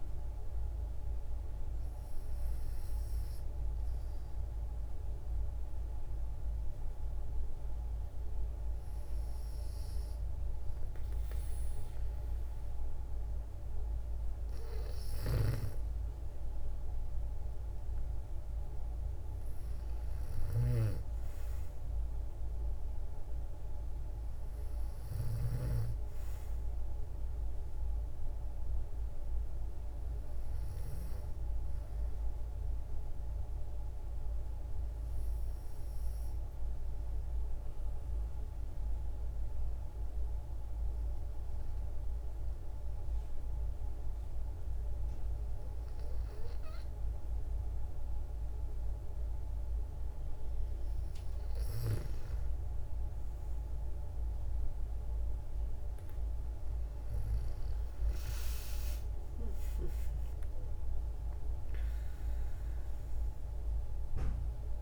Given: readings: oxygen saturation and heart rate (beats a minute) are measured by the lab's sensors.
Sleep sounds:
breathing in sleep, hard to hear, by a room microphone; 2
4.50-15.00 s: hypopnea (oxygen 97% before, 92% lowest, heart rate 58 before, 55 extreme, up 5 after)
17.00-21.00 s: arousal
20.00-25.50 s: snoring (device-marked)
37.00-49.50 s: obstructive apnea (oxygen 95% before, 92% lowest, heart rate 58 before, 37 extreme, up 2 after)
52.00-57.00 s: arousal
56.50-64.82 s: oxygen desaturation (device-marked, oxygen 96% before, 92% lowest, heart rate 57 before, 38 extreme)
From the record:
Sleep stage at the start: N2 (light sleep); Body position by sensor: on the back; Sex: female

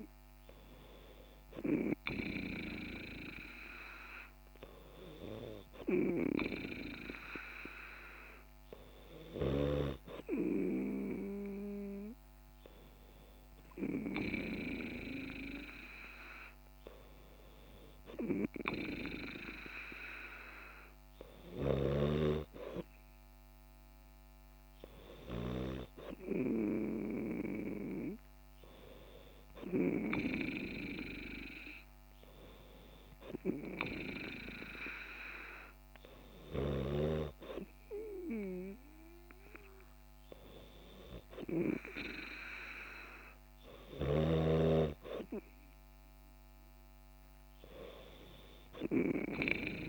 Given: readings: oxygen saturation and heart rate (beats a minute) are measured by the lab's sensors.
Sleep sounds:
breathing in sleep by a microphone on the trachea; none
none scored
From the record:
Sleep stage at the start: N3 (deep sleep); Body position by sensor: on the back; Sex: female

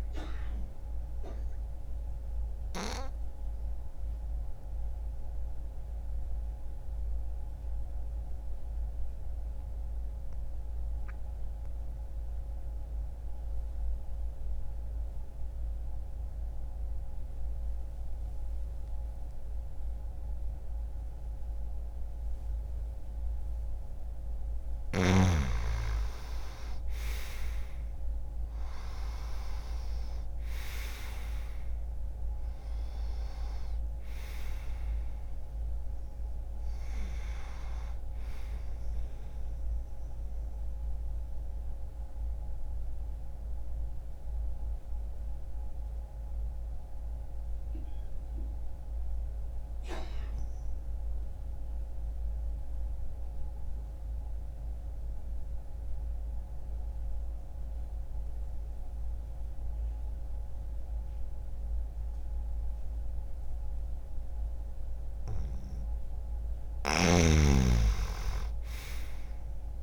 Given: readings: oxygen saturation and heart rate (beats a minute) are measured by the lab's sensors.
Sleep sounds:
breathing in sleep by a room microphone; 2
0.00-17.00 s: oxygen desaturation (device-marked, oxygen 87% lowest, heart rate 61 extreme)
2.00-69.83 s: new sleep stage, N2 (light sleep)
2.50-23.50 s: obstructive apnea (oxygen 98% before, 87% lowest, heart rate 63 before, 60 extreme, up 0 after)
25.00-29.00 s: arousal
27.00-60.00 s: oxygen desaturation (device-marked, oxygen 97% before, 87% lowest, heart rate 65 before, 60 extreme)
39.50-65.00 s: obstructive apnea (oxygen 97% before, 87% lowest, heart rate 63 before, 59 extreme, up 1 after)
66.50-69.83 s: arousal
From the record:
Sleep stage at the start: N1 (lightest sleep); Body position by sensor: on the back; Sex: male

